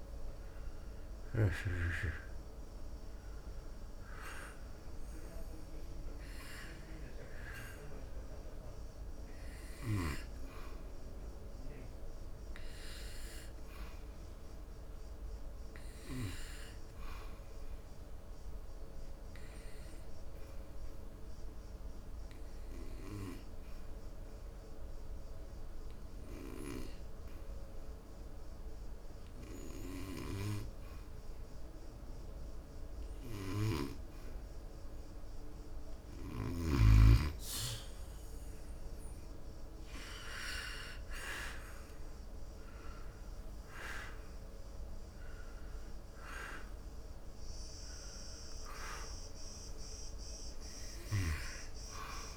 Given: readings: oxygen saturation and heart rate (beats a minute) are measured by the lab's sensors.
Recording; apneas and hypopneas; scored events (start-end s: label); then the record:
breathing in sleep by a room microphone; 1
0.00-26.00 s: oxygen desaturation (device-marked, oxygen 96% before, 88% lowest, heart rate 72 before, 68 extreme)
20.00-37.50 s: hypopnea (oxygen 96% before, 85% lowest, heart rate 77 before, 68 extreme, up 6 after)
40.00-44.00 s: arousal
41.00-52.37 s: oxygen desaturation (device-marked, oxygen 95% before, 85% lowest, heart rate 70 before, 67 extreme)
From the record:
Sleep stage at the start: N2 (light sleep); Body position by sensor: on the back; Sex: male